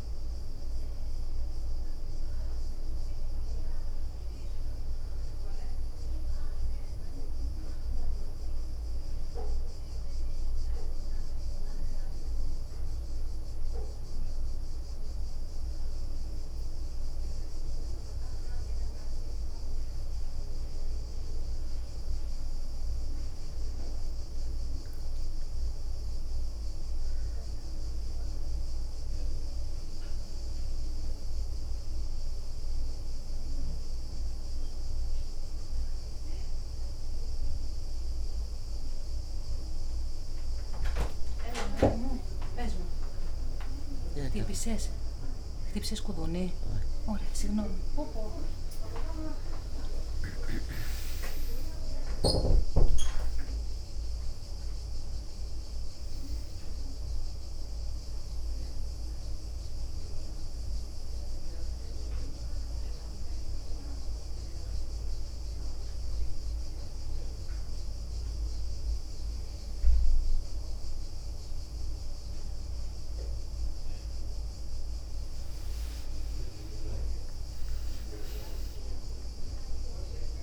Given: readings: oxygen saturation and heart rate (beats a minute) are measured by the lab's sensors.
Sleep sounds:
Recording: breathing in sleep by a room microphone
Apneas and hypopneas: 1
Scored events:
3.50-5.50 s: leg movement (device-marked)
7.00-13.50 s: leg movement (device-marked)
19.50-23.50 s: leg movement (device-marked)
22.00-26.50 s: arousal
24.00-35.00 s: oxygen desaturation (device-marked, oxygen 96% before, 93% lowest, heart rate 74 before, 75 extreme)
25.50-27.00 s: leg movement (device-marked)
32.00-46.00 s: hypopnea (oxygen 98% before, 93% lowest, heart rate 76 before, 72 extreme, up 13 after)
34.00-39.00 s: leg movement (device-marked)
40.00-42.00 s: leg movement (device-marked)
48.50-52.50 s: arousal
49.00-52.00 s: leg movement (device-marked)
52.00-56.00 s: leg movement (device-marked)
52.50-54.50 s: long interval between heartbeats (device-marked, heart rate 76 before, 88 extreme)
57.50-63.00 s: leg movement (device-marked)
64.50-66.50 s: leg movement (device-marked)
67.50-70.00 s: leg movement (device-marked)
71.00-74.00 s: leg movement (device-marked)
74.50-79.50 s: arousal
75.00-77.50 s: leg movement (device-marked)
From the record:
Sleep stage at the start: N1 (lightest sleep)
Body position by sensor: on the back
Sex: female

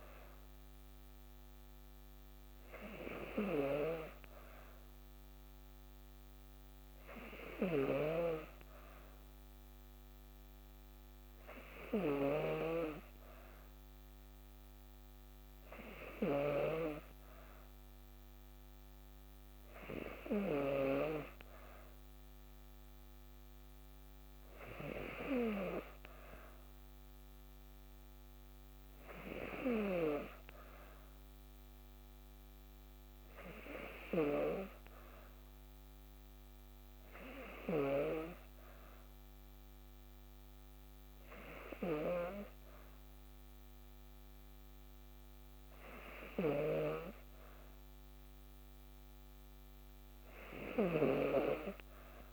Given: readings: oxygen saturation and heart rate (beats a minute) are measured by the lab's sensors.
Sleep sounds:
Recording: breathing in sleep by a microphone on the trachea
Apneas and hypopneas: none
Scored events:
none scored
From the record:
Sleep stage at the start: N2 (light sleep)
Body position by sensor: on the back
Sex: female

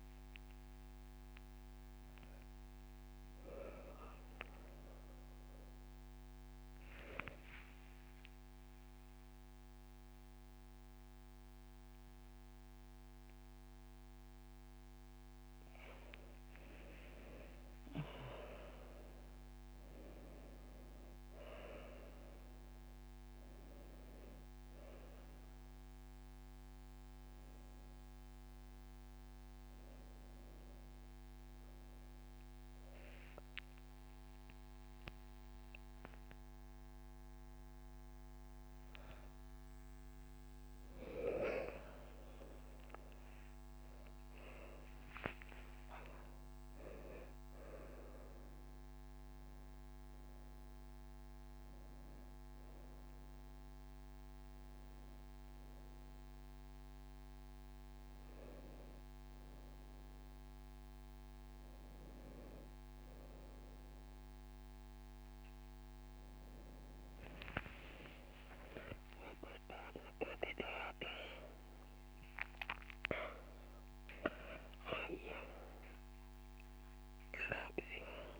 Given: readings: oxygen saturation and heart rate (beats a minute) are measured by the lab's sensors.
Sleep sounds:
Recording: a person awake in a sleep study, by a microphone on the trachea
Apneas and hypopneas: none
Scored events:
4.00-6.00 s: long interval between heartbeats (device-marked)
4.50-5.50 s: drop in pulse transit time (device-marked)
7.50-9.50 s: long interval between heartbeats (device-marked)
13.50-15.50 s: long interval between heartbeats (device-marked)
45.00-47.00 s: long interval between heartbeats (device-marked)
67.50-69.50 s: long interval between heartbeats (device-marked)
67.50-76.50 s: drop in pulse transit time (device-marked)
71.00-73.00 s: long interval between heartbeats (device-marked)
74.50-76.50 s: long interval between heartbeats (device-marked)
76.50-78.40 s: long interval between heartbeats (device-marked)
From the record:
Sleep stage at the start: awake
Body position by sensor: on the right side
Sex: female

